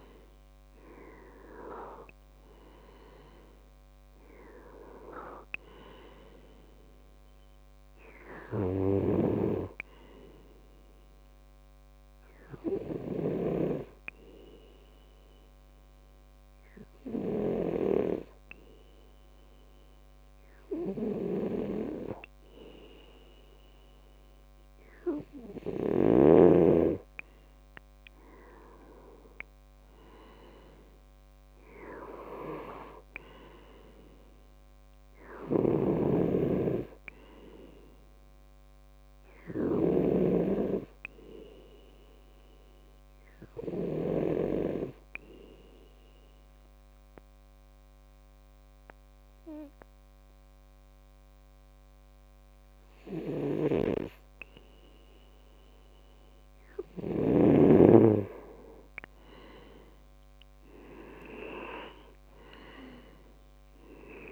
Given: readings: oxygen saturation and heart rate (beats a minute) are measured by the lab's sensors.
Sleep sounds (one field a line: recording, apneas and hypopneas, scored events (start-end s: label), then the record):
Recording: breathing in sleep by a microphone on the trachea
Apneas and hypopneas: 2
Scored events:
0.00-2.50 s: arousal
13.50-26.50 s: hypopnea (oxygen 98% before, 93% lowest, heart rate 70 before, 65 extreme, up 4 after)
28.50-32.00 s: arousal
47.00-58.00 s: obstructive apnea (oxygen 97% before, 93% lowest, heart rate 67 before, 63 extreme, up 7 after)
61.00-64.32 s: arousal
From the record:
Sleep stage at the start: N2 (light sleep)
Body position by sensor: on the left side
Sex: male